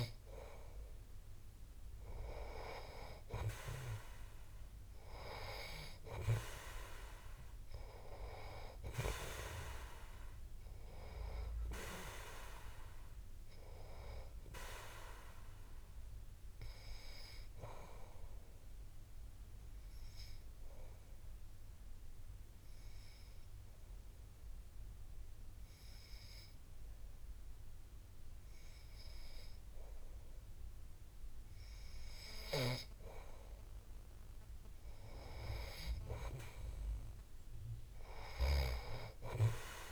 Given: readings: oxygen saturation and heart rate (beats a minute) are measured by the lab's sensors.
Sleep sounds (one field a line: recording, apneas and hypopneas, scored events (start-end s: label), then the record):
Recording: breathing in sleep by a room microphone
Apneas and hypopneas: 1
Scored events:
1.50-5.50 s: arousal
20.00-32.00 s: obstructive apnea (oxygen 96% before, 92% lowest)
34.50-39.00 s: arousal
From the record:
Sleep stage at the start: N2 (light sleep)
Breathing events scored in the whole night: 292 in 6.1 hours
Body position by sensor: on the back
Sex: male